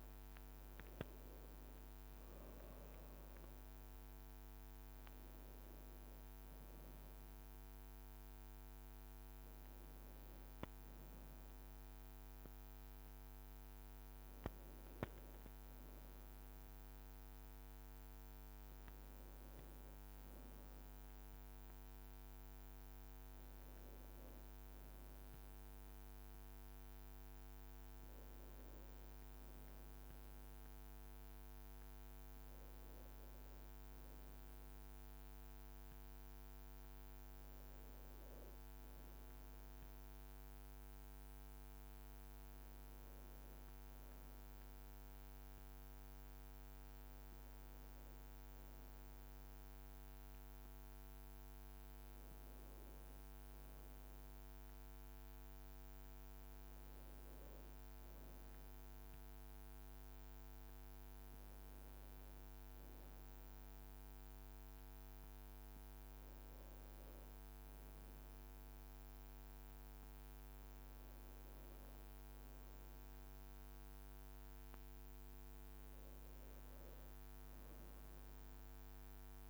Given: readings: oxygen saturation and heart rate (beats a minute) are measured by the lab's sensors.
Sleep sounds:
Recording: a person partly awake in a sleep study, hard to hear, by a microphone on the trachea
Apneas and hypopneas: none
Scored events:
7.00-79.50 s: new sleep stage, N2 (light sleep)
15.50-26.00 s: leg movement (device-marked)
64.00-69.00 s: leg movement (device-marked)
73.50-79.50 s: leg movement (device-marked)
From the record:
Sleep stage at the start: awake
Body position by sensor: on the back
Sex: male

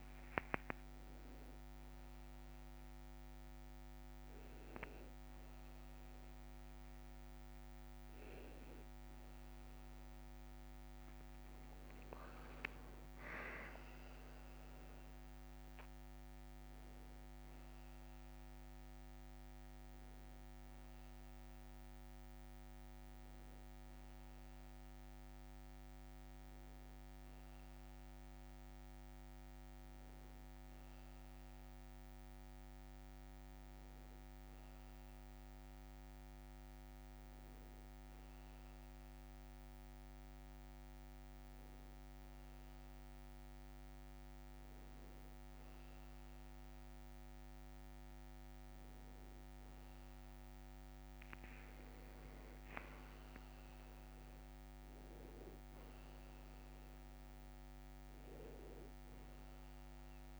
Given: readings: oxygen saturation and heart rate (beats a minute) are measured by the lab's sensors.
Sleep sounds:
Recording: a person partly awake in a sleep study, hard to hear, by a microphone on the trachea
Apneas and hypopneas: none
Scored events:
0.00-12.50 s: tachycardia (device-marked, heart rate 209 extreme)
2.00-4.00 s: long interval between heartbeats (device-marked, heart rate 70 before, 127 extreme)
4.00-6.00 s: long interval between heartbeats (device-marked, heart rate 75 before, 171 extreme)
6.50-8.50 s: long interval between heartbeats (device-marked, heart rate 94 before, 209 extreme)
9.50-11.50 s: long interval between heartbeats (device-marked, heart rate 115 before, 189 extreme)
12.50-60.40 s: new sleep stage, N1 (lightest sleep)
From the record:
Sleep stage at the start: awake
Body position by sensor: on the back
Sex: male

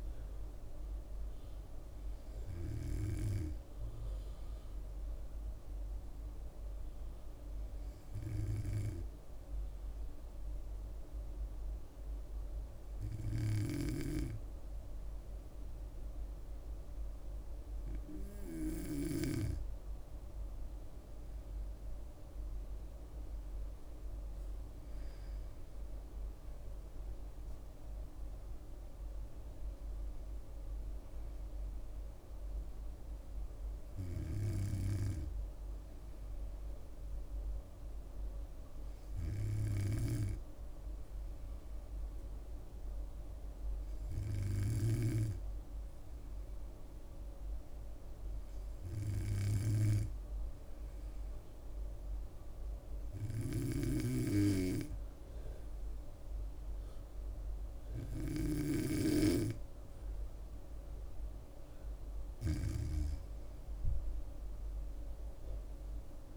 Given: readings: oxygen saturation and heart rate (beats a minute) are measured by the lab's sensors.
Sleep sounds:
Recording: breathing in sleep by a room microphone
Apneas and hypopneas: 2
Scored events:
5.00-18.50 s: hypopnea (oxygen 98% before, 95% lowest, heart rate 68 before, 63 extreme, up 8 after)
20.50-24.00 s: arousal
36.50-58.50 s: hypopnea (oxygen 98% before, 95% lowest, heart rate 69 before, 66 extreme, up 4 after)
53.00-59.00 s: snoring (device-marked)
64.50-66.37 s: arousal
From the record:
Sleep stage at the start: N2 (light sleep)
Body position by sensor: on the back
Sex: female

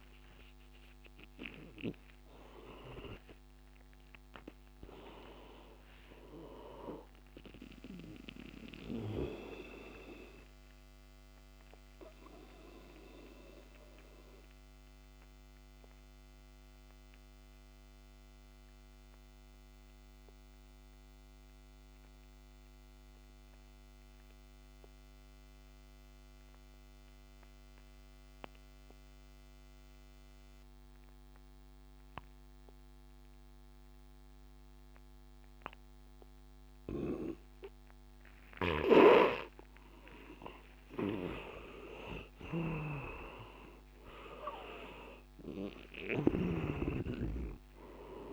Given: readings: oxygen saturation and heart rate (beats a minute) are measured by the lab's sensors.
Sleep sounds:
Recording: breathing in sleep by a microphone on the trachea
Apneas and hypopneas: 1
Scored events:
0.00-20.50 s: oxygen desaturation (device-marked, oxygen 86% lowest, heart rate 77 extreme)
9.50-40.00 s: obstructive apnea (oxygen 98% before, 86% lowest, heart rate 86 before, 77 extreme, up 7 after)
39.50-48.33 s: oxygen desaturation (device-marked, oxygen 98% before, 88% lowest, heart rate 83 before, 77 extreme)
42.00-45.50 s: arousal
42.00-48.33 s: snoring (device-marked)
From the record:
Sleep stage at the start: N2 (light sleep)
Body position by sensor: on the back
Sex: male

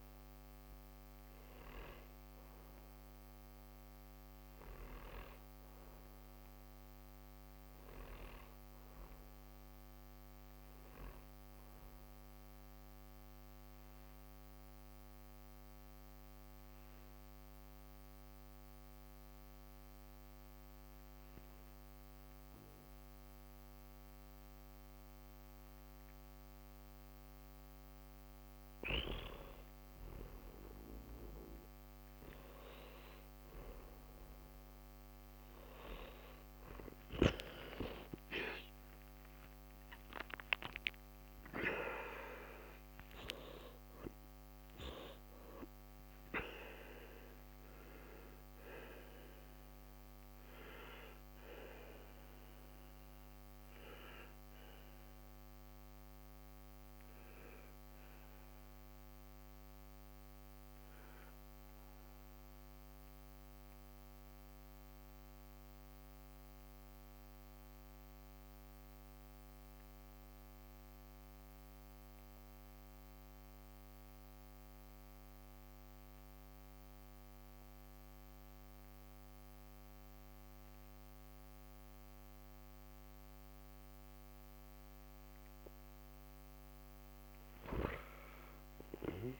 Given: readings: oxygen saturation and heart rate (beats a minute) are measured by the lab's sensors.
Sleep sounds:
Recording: breathing in sleep by a microphone on the trachea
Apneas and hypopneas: 2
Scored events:
13.00-29.00 s: mixed apnea (oxygen 97% before, 95% lowest, heart rate 66 before, 56 extreme, up 17 after)
38.00-44.50 s: arousal
53.00-85.00 s: central apnea (oxygen 97% before, 93% lowest, heart rate 72 before, 48 extreme, up 21 after)
87.00-89.40 s: arousal
From the record:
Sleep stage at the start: N2 (light sleep)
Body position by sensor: on the back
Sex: male

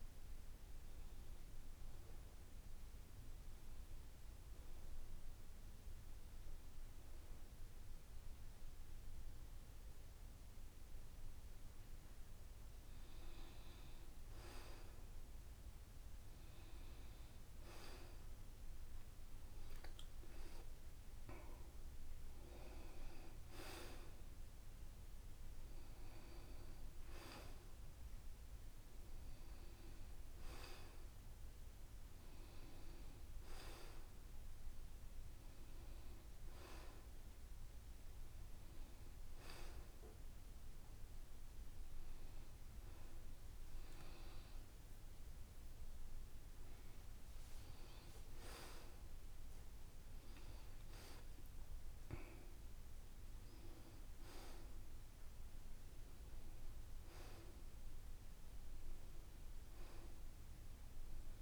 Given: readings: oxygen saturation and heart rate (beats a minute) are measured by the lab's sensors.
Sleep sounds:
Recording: breathing in sleep by a room microphone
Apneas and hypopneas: 1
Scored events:
2.50-13.00 s: hypopnea (oxygen 95% before, 92% lowest, heart rate 77 before, 74 extreme, up 0 after)
17.50-21.00 s: arousal
From the record:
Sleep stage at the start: N2 (light sleep)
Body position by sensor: on the back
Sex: male

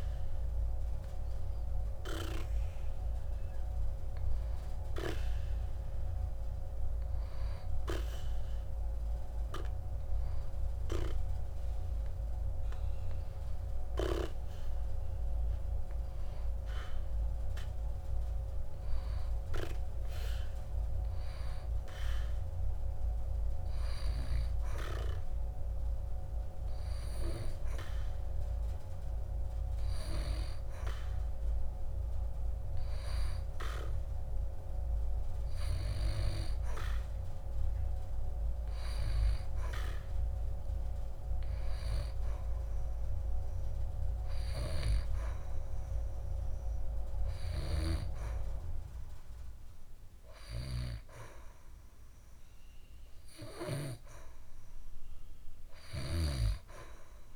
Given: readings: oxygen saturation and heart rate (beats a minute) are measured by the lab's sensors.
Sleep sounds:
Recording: breathing in sleep by a room microphone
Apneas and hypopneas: none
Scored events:
none scored
From the record:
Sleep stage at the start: N2 (light sleep)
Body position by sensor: on the back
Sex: female

